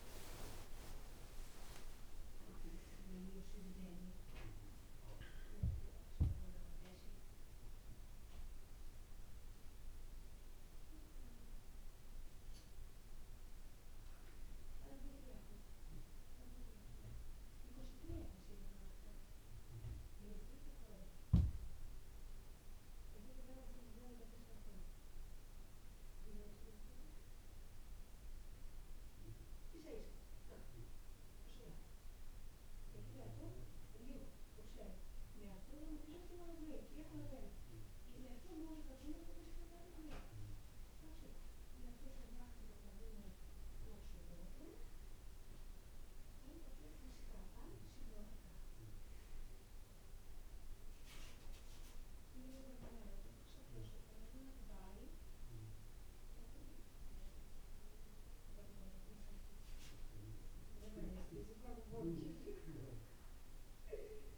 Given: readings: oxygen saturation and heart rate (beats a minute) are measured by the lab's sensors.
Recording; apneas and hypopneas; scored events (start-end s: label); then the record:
breathing in sleep by a room microphone; none
0.00-2.00 s: arousal
24.50-64.38 s: new sleep stage, N2 (light sleep)
From the record:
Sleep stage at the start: N1 (lightest sleep); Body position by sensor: on the back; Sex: male